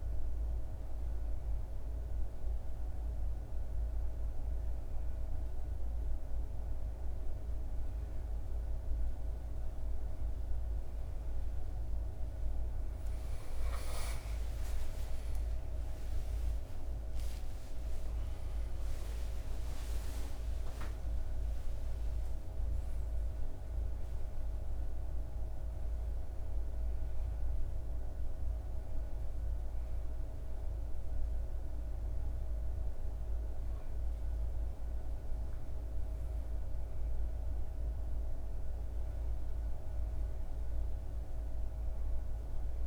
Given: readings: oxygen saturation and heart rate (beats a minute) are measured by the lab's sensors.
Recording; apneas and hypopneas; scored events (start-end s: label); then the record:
breathing in sleep, hard to hear, by a room microphone; none
none scored
From the record:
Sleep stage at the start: N2 (light sleep); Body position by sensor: on the back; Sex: male